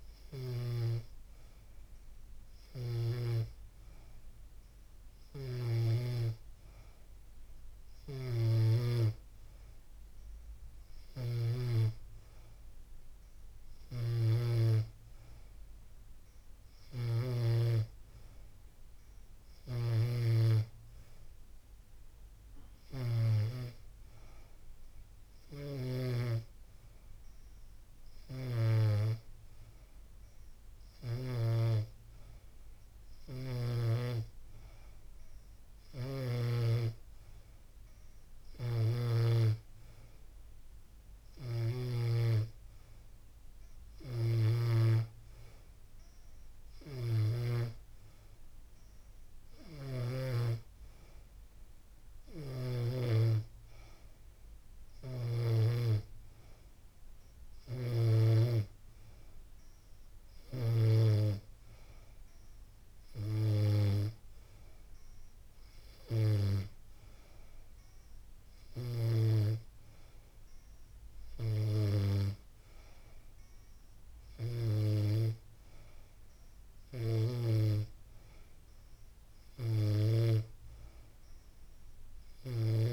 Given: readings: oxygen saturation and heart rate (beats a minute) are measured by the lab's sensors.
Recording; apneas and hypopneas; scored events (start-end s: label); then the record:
breathing in sleep by a room microphone; none
none scored
From the record:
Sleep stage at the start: N2 (light sleep); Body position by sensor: on the back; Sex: female